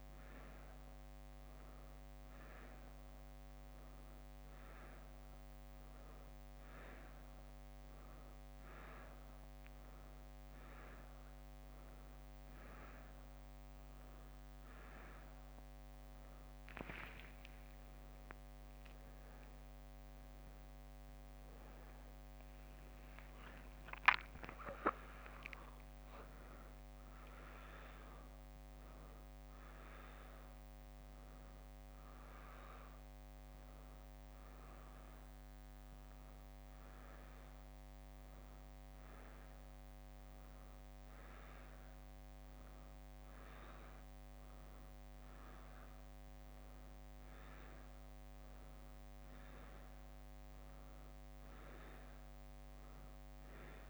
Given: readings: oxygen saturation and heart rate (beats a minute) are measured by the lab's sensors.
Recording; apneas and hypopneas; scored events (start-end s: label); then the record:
a person awake in a sleep study, hard to hear, by a microphone on the trachea; none
22.00-36.00 s: drop in pulse transit time (device-marked, heart rate 65 before, 65 extreme)
49.00-53.90 s: leg movement (device-marked)
From the record:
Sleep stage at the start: awake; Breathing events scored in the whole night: 116 in 6.0 hours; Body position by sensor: on the back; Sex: female